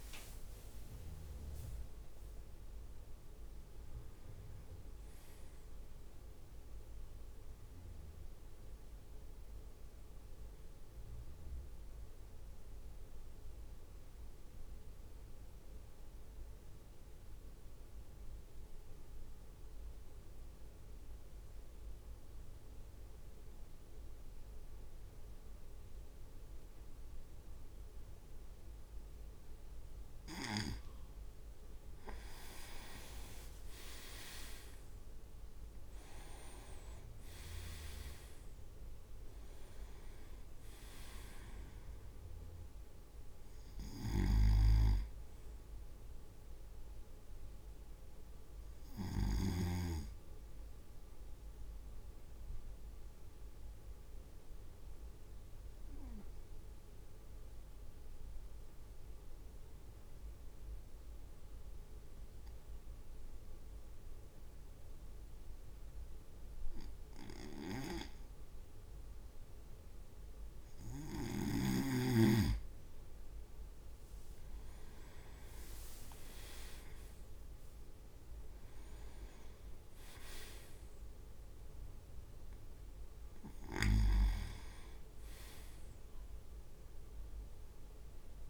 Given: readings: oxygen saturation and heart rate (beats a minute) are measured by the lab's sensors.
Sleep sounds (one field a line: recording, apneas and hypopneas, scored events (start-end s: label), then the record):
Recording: breathing in sleep by a room microphone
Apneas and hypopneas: 2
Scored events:
0.00-2.50 s: leg movement (device-marked)
0.00-11.50 s: drop in pulse transit time (device-marked, heart rate 55 extreme)
7.00-29.50 s: obstructive apnea (oxygen 99% before, 96% lowest, heart rate 59 before, 52 extreme, up 5 after)
31.50-33.50 s: leg movement (device-marked)
33.50-46.50 s: oxygen desaturation (device-marked, oxygen 99% before, 96% lowest, heart rate 55 before, 52 extreme)
34.00-37.50 s: arousal
34.50-35.50 s: leg movement (device-marked)
35.50-46.50 s: drop in pulse transit time (device-marked, heart rate 55 before, 54 extreme)
44.00-49.50 s: snoring (device-marked)
51.50-70.50 s: obstructive apnea (oxygen 99% before, 96% lowest, heart rate 55 before, 51 extreme, up 4 after)
73.50-77.00 s: leg movement (device-marked)
74.50-79.00 s: arousal
76.50-88.50 s: drop in pulse transit time (device-marked, heart rate 56 before, 56 extreme)
83.50-88.50 s: snoring (device-marked)
From the record:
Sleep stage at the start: N2 (light sleep)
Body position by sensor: on the right side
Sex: male